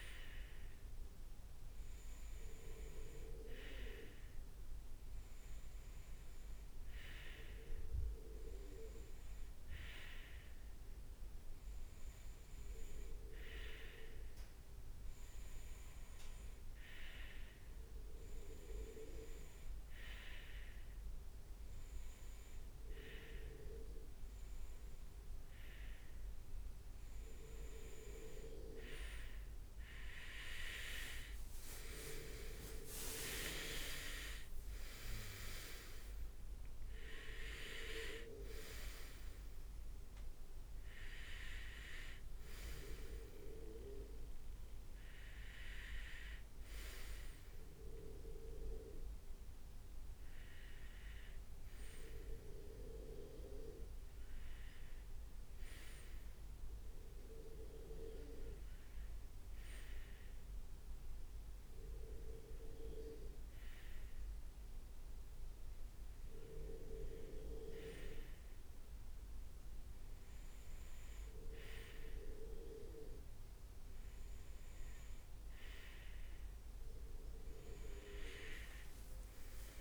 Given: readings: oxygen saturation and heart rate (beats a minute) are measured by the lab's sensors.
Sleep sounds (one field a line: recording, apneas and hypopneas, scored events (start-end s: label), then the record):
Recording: breathing in sleep by a room microphone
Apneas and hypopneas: 2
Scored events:
1.50-5.50 s: arousal
9.00-27.50 s: hypopnea (oxygen 98% before, 96% lowest, heart rate 70 before, 66 extreme, up 8 after)
29.50-34.00 s: arousal
30.00-35.50 s: leg movement (device-marked)
54.00-72.50 s: hypopnea (oxygen 97% before, 97% lowest, heart rate 69 before, 61 extreme, up 7 after)
78.00-79.81 s: leg movement (device-marked)
From the record:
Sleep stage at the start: REM sleep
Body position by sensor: on the right side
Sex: male